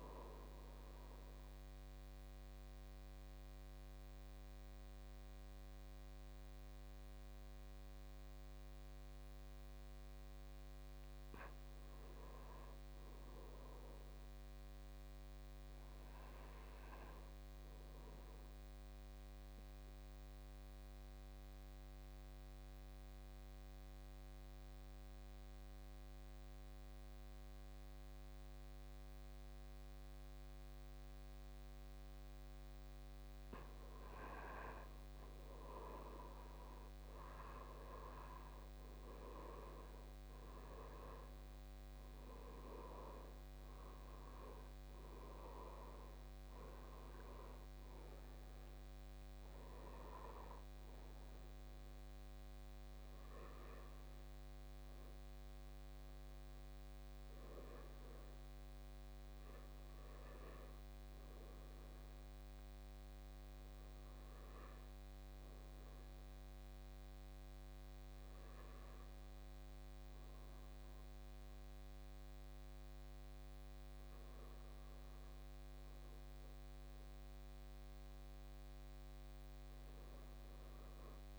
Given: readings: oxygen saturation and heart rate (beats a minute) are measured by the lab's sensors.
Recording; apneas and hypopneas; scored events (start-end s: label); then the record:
breathing in sleep by a microphone on the trachea; 2
0.50-11.50 s: obstructive apnea (oxygen 97% before, 89% lowest, heart rate 59 before, 50 extreme, up 5 after)
6.50-15.50 s: oxygen desaturation (device-marked, oxygen 97% before, 92% lowest, heart rate 59 before, 52 extreme)
13.50-16.50 s: arousal
20.50-33.50 s: obstructive apnea (oxygen 97% before, 89% lowest, heart rate 54 before, 52 extreme, up 13 after)
31.50-45.50 s: oxygen desaturation (device-marked, oxygen 98% before, 94% lowest, heart rate 53 before, 56 extreme)
35.50-38.50 s: arousal
47.50-71.50 s: oxygen desaturation (device-marked, oxygen 95% before, 89% lowest, heart rate 60 before, 50 extreme)
From the record:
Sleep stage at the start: N2 (light sleep); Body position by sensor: on the back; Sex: male